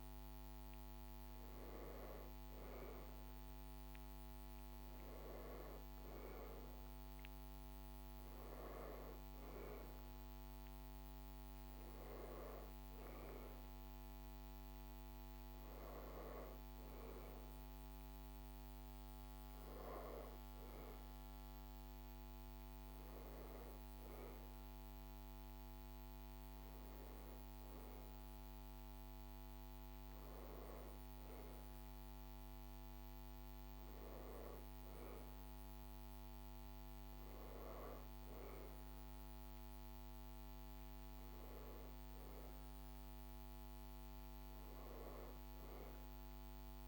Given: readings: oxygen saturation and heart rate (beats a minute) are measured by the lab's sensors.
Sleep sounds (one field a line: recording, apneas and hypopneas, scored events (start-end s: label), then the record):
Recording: breathing in sleep, hard to hear, by a microphone on the trachea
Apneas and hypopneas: none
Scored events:
none scored
From the record:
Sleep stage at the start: N2 (light sleep)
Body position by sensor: on the back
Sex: male